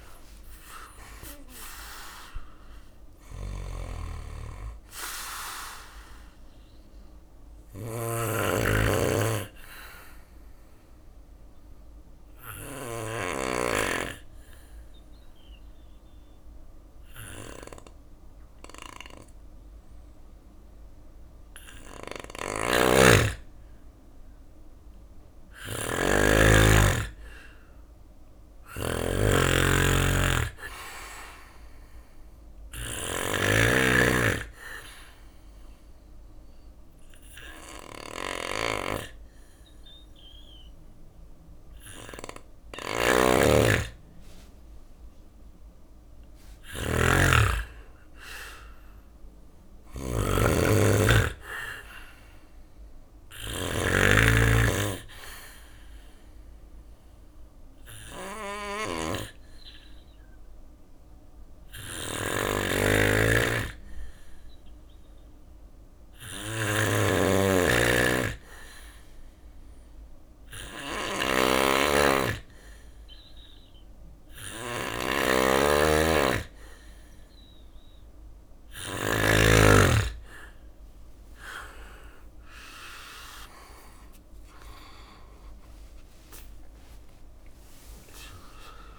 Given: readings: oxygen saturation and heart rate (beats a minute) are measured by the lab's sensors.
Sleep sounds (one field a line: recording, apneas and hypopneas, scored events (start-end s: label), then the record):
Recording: breathing in sleep by a room microphone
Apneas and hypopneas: 3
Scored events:
0.00-9.50 s: drop in pulse transit time (device-marked, heart rate 67 extreme)
0.50-18.50 s: oxygen desaturation (device-marked, oxygen 96% before, 92% lowest, heart rate 68 before, 65 extreme)
2.50-12.50 s: snoring (device-marked)
7.50-20.50 s: obstructive apnea (oxygen 97% before, 91% lowest, heart rate 70 before, 65 extreme, up 3 after)
21.50-78.50 s: snoring (device-marked)
23.00-26.00 s: arousal
24.50-34.50 s: drop in pulse transit time (device-marked, heart rate 68 before, 67 extreme)
30.50-48.50 s: oxygen desaturation (device-marked, oxygen 97% before, 91% lowest, heart rate 68 before, 63 extreme)
34.00-44.00 s: obstructive apnea (oxygen 97% before, 91% lowest, heart rate 68 before, 63 extreme, up 7 after)
45.50-56.50 s: drop in pulse transit time (device-marked, heart rate 67 before, 65 extreme)
47.00-51.00 s: arousal
56.50-76.50 s: hypopnea (oxygen 96% before, 91% lowest, heart rate 68 before, 64 extreme, up 10 after)
76.50-88.99 s: oxygen desaturation (device-marked, oxygen 96% before, 91% lowest, heart rate 66 before, 62 extreme)
81.50-86.00 s: arousal
81.50-88.99 s: drop in pulse transit time (device-marked, heart rate 66 before, 69 extreme)
85.50-87.50 s: long interval between heartbeats (device-marked, heart rate 68 before, 97 extreme)
From the record:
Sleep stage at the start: N2 (light sleep)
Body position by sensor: on the back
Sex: male